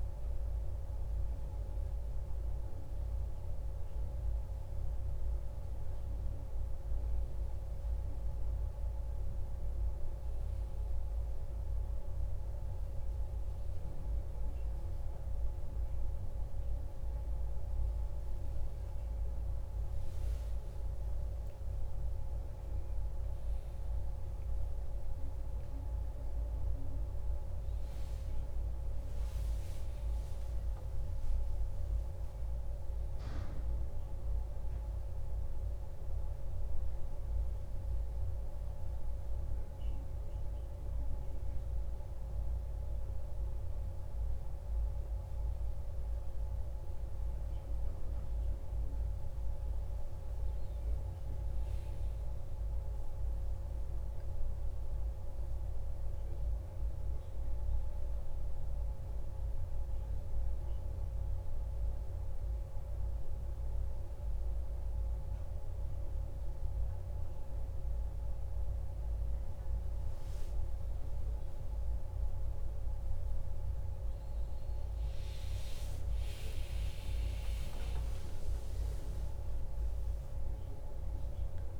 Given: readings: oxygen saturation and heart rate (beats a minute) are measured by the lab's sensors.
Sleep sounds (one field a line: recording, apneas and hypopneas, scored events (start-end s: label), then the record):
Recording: a person awake in a sleep study, hard to hear, by a room microphone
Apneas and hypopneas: none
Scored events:
none scored
From the record:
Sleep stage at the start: awake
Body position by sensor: on the back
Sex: male